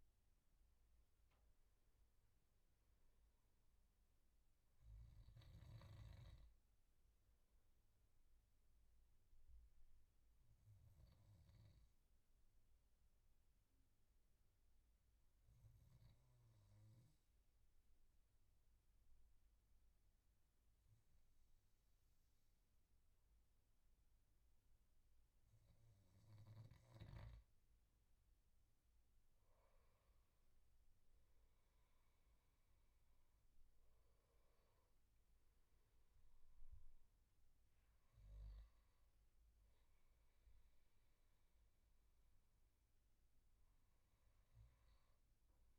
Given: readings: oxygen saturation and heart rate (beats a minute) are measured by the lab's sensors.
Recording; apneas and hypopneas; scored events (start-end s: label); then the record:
breathing in sleep, hard to hear, by a room microphone; 1
0.00-16.50 s: oxygen desaturation (device-marked, oxygen 94% lowest, heart rate 69 extreme)
8.50-25.50 s: obstructive apnea (oxygen 98% before, 94% lowest, heart rate 75 before, 71 extreme, up 8 after)
27.00-31.00 s: arousal
From the record:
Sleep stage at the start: N2 (light sleep); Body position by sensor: on the back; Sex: male